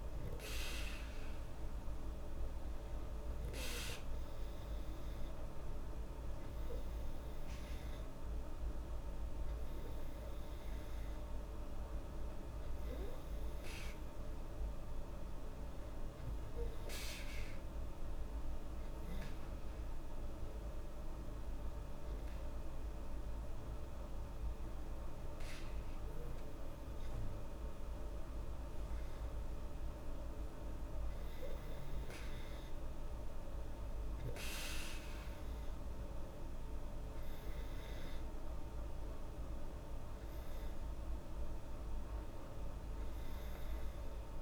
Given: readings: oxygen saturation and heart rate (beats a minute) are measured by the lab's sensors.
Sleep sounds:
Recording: breathing in sleep, hard to hear, by a room microphone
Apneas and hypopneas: none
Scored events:
none scored
From the record:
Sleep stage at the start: N2 (light sleep)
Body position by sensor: on the back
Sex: female

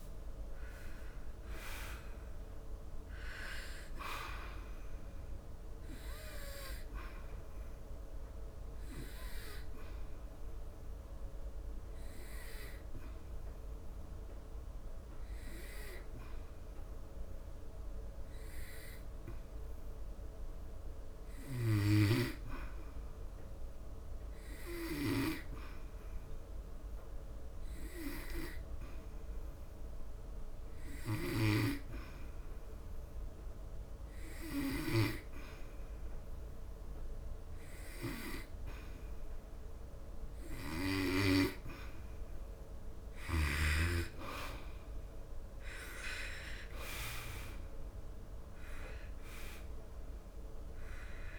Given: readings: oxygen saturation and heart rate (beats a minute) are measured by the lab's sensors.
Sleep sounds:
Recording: breathing in sleep by a room microphone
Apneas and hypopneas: 1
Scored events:
3.50-22.50 s: oxygen desaturation (device-marked, oxygen 97% before, 93% lowest, heart rate 78 before, 70 extreme)
9.00-41.00 s: hypopnea (oxygen 97% before, 91% lowest, heart rate 79 before, 70 extreme, up 14 after)
37.50-51.39 s: oxygen desaturation (device-marked, oxygen 97% before, 91% lowest, heart rate 72 before, 74 extreme)
44.00-47.50 s: arousal
From the record:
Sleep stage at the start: N2 (light sleep)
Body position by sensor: on the back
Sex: male

